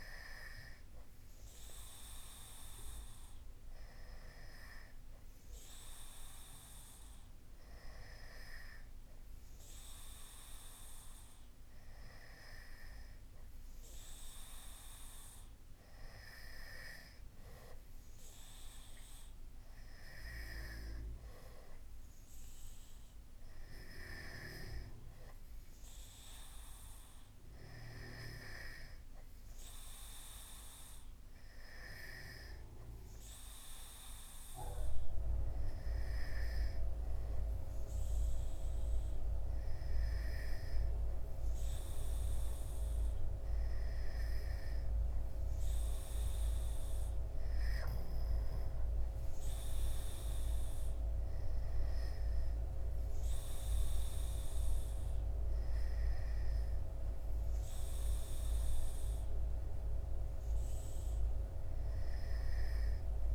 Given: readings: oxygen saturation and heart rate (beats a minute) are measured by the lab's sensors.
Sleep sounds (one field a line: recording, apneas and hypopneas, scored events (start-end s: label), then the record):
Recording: breathing in sleep by a room microphone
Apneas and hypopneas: none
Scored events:
none scored
From the record:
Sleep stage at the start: N2 (light sleep)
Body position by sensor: on the back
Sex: male